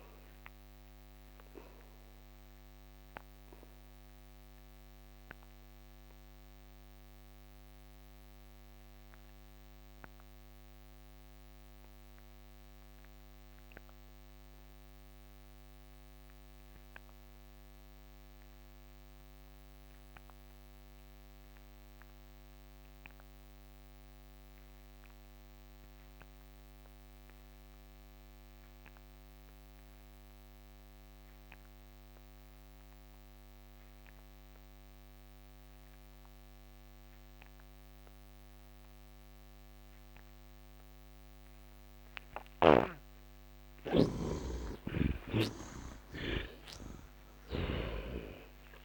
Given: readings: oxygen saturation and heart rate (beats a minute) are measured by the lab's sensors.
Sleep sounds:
breathing in sleep by a microphone on the trachea; 1
0.00-4.50 s: oxygen desaturation (device-marked, oxygen 57% lowest, heart rate 65 extreme)
3.00-42.00 s: obstructive apnea (oxygen 82% before, 48% lowest, heart rate 81 before, 65 extreme, up 25 after)
6.50-14.50 s: oxygen desaturation (device-marked, oxygen 61% before, 50% lowest, heart rate 84 before, 65 extreme)
25.50-48.85 s: oxygen desaturation (device-marked, oxygen 87% before, 48% lowest, heart rate 69 before, 69 extreme)
44.00-47.50 s: arousal
From the record:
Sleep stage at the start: N2 (light sleep); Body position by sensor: on the back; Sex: male

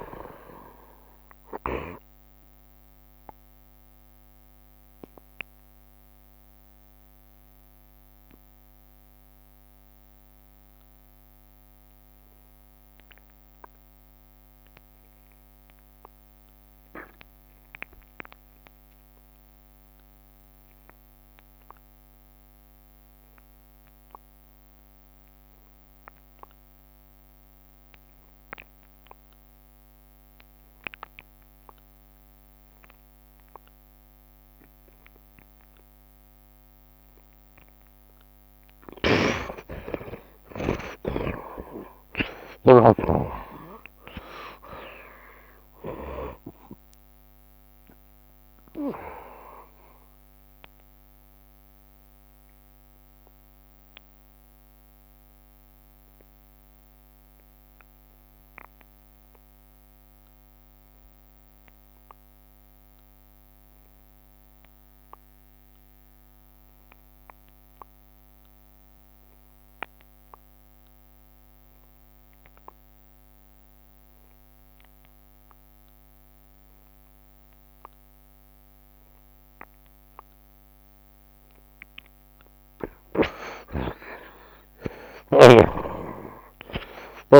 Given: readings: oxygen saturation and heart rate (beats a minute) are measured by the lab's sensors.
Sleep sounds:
breathing in sleep by a microphone on the trachea; 2
0.00-16.50 s: oxygen desaturation (device-marked, oxygen 49% lowest, heart rate 59 extreme)
2.50-37.50 s: obstructive apnea (oxygen 59% before, 49% lowest, heart rate 111 before, 34 extreme)
5.50-7.50 s: tachycardia (device-marked, heart rate 85 before, 91 extreme)
6.00-8.00 s: long interval between heartbeats (device-marked, heart rate 110 before, 91 extreme)
16.00-18.00 s: long interval between heartbeats (device-marked, heart rate 92 before, 91 extreme)
16.50-18.50 s: tachycardia (device-marked, heart rate 85 before, 96 extreme)
18.50-52.50 s: oxygen desaturation (device-marked, oxygen 84% before, 51% lowest, heart rate 91 before, 34 extreme)
19.50-21.50 s: long interval between heartbeats (device-marked, heart rate 91 before, 114 extreme)
31.50-33.50 s: long interval between heartbeats (device-marked, heart rate 91 before, 66 extreme)
35.50-37.50 s: long interval between heartbeats (device-marked, heart rate 86 before, 67 extreme)
36.50-46.50 s: tachycardia (device-marked, heart rate 85 before, 149 extreme)
38.50-40.50 s: long interval between heartbeats (device-marked, heart rate 83 before, 88 extreme)
40.00-45.00 s: arousal
43.00-45.00 s: long interval between heartbeats (device-marked, heart rate 84 before, 136 extreme)
45.00-47.00 s: long interval between heartbeats (device-marked, heart rate 89 before, 126 extreme)
46.50-53.50 s: bradycardia (device-marked, heart rate 86 before, 34 extreme)
48.50-82.00 s: obstructive apnea (oxygen 80% before, 49% lowest)
51.50-53.50 s: long interval between heartbeats (device-marked, heart rate 93 before, 37 extreme)
59.00-61.00 s: long interval between heartbeats (device-marked, heart rate 85 before, 67 extreme)
64.50-87.40 s: oxygen desaturation (device-marked, oxygen 85% before, 51% lowest)
84.00-87.40 s: arousal
From the record:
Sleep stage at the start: N2 (light sleep); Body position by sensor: on the right side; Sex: male

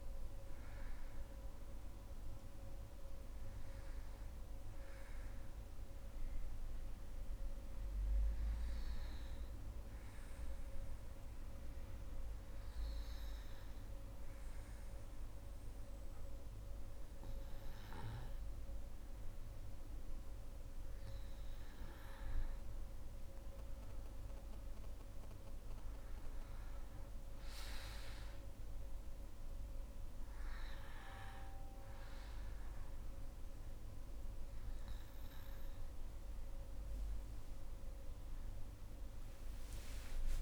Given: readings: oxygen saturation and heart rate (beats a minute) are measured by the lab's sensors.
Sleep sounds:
breathing in sleep, hard to hear, by a room microphone; 1
0.00-13.50 s: oxygen desaturation (device-marked, oxygen 92% lowest, heart rate 59 extreme)
5.00-21.00 s: obstructive apnea (oxygen 97% before, 89% lowest, heart rate 62 before, 60 extreme, up 4 after)
23.00-26.50 s: arousal
27.50-40.41 s: oxygen desaturation (device-marked, oxygen 95% before, 89% lowest, heart rate 62 before, 59 extreme)
38.50-40.41 s: arousal
From the record:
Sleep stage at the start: N2 (light sleep); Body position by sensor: on the back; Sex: female

